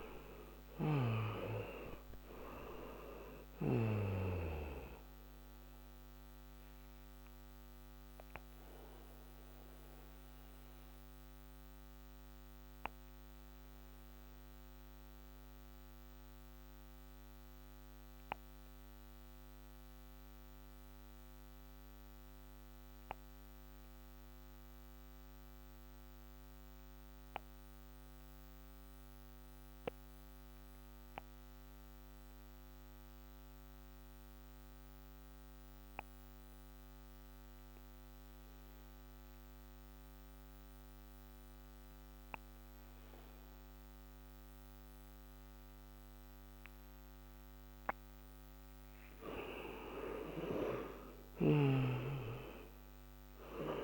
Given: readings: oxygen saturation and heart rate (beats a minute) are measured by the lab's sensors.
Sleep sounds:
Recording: breathing in sleep by a microphone on the trachea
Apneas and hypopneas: 1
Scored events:
0.00-1.00 s: snoring (device-marked)
0.00-1.50 s: arousal
4.50-28.50 s: oxygen desaturation (device-marked, oxygen 95% before, 86% lowest, heart rate 63 before, 53 extreme)
6.00-47.50 s: obstructive apnea (oxygen 97% before, 85% lowest, heart rate 64 before, 53 extreme, up 16 after)
49.50-53.84 s: arousal
51.00-53.84 s: snoring (device-marked)
From the record:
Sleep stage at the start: N2 (light sleep)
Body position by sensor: on the back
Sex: male

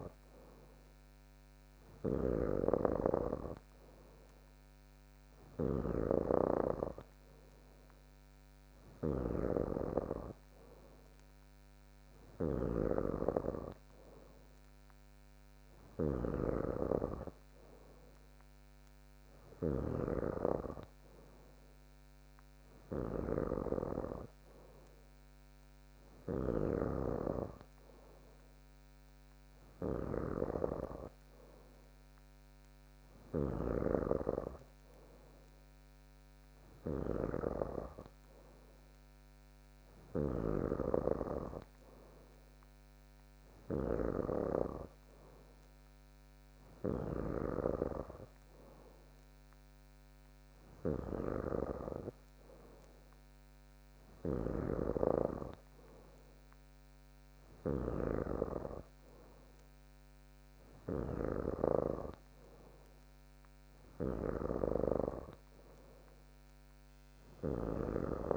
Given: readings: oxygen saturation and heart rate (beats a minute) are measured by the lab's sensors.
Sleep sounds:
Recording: breathing in sleep by a microphone on the trachea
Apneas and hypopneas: none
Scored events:
0.00-27.00 s: snoring (device-marked)
33.50-40.50 s: snoring (device-marked)
57.50-68.37 s: snoring (device-marked)
From the record:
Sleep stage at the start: N3 (deep sleep)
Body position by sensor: on the back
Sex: female

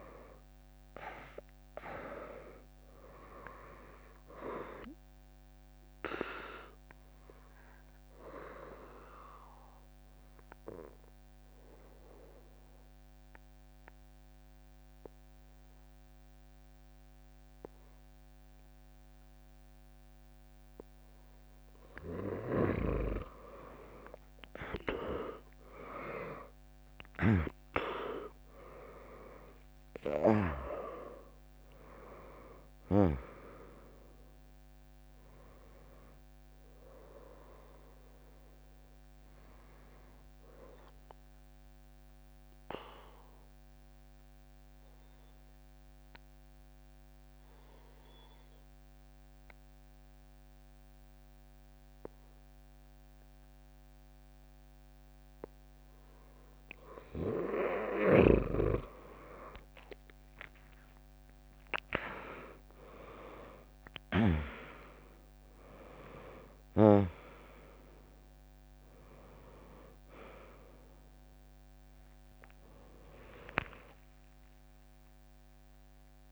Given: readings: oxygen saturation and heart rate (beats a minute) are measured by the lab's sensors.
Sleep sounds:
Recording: breathing in sleep by a microphone on the trachea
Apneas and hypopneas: 2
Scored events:
0.00-1.50 s: arousal
0.00-1.50 s: oxygen desaturation (device-marked, oxygen 96% lowest, heart rate 61 extreme)
7.00-21.50 s: mixed apnea (oxygen 100% before, 96% lowest, heart rate 73 before, 59 extreme)
27.50-32.00 s: arousal
30.50-48.50 s: oxygen desaturation (device-marked, oxygen 99% before, 96% lowest, heart rate 74 before, 59 extreme)
30.50-49.50 s: drop in pulse transit time (device-marked, heart rate 74 before, 69 extreme)
37.50-57.50 s: obstructive apnea (oxygen 99% before, 96% lowest, heart rate 74 before, 59 extreme, up 13 after)
54.50-56.50 s: bradycardia (device-marked, heart rate 81 before, 64 extreme)
57.50-76.32 s: new sleep stage, N1 (lightest sleep)
59.00-63.50 s: arousal
63.50-76.32 s: oxygen desaturation (device-marked, oxygen 100% before, 96% lowest, heart rate 73 before, 87 extreme)
65.50-76.32 s: drop in pulse transit time (device-marked, heart rate 72 before, 77 extreme)
From the record:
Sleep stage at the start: N2 (light sleep)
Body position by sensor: on the right side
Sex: female

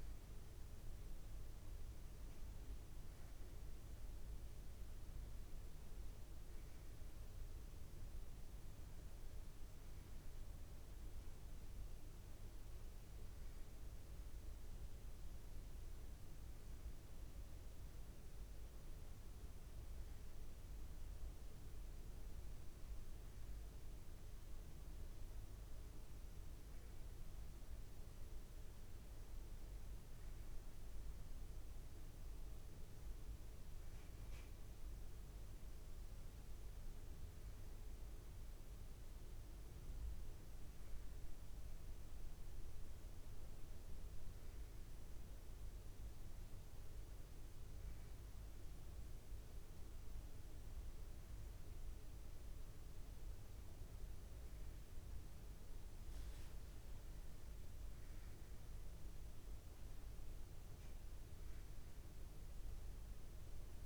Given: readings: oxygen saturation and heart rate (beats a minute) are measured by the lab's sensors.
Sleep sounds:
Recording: breathing in sleep, hard to hear, by a room microphone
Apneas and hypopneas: none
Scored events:
none scored
From the record:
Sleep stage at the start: N1 (lightest sleep)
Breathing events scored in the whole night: 298 in 4.2 hours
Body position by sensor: on the back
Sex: male

